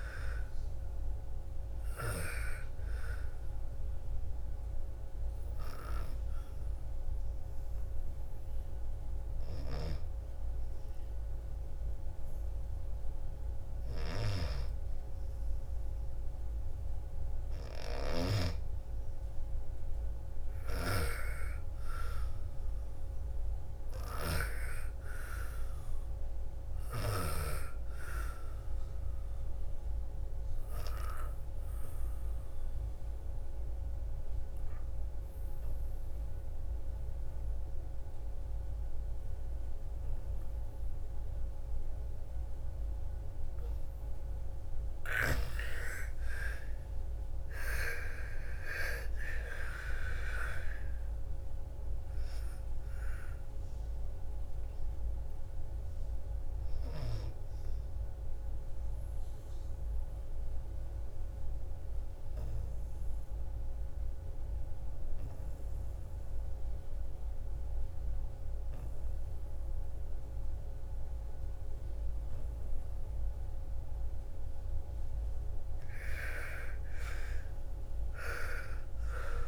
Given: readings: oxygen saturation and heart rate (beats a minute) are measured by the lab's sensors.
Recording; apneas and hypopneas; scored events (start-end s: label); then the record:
breathing in sleep by a room microphone; 3
4.50-13.50 s: oxygen desaturation (device-marked, oxygen 97% before, 89% lowest, heart rate 58 before, 56 extreme)
4.50-14.50 s: hypopnea (oxygen 97% before, 85% lowest, heart rate 58 before, 55 extreme, up 1 after)
16.00-19.00 s: arousal
23.50-41.50 s: oxygen desaturation (device-marked, oxygen 97% before, 92% lowest, heart rate 59 before, 54 extreme)
31.00-44.00 s: obstructive apnea (oxygen 97% before, 85% lowest, heart rate 59 before, 54 extreme, up 15 after)
46.50-50.00 s: arousal
51.50-71.50 s: oxygen desaturation (device-marked, oxygen 97% before, 85% lowest, heart rate 57 before, 55 extreme)
59.50-74.50 s: obstructive apnea (oxygen 97% before, 85% lowest, heart rate 62 before, 55 extreme, up 11 after)
76.00-79.47 s: arousal
From the record:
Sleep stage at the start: N2 (light sleep); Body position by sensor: on the back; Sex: female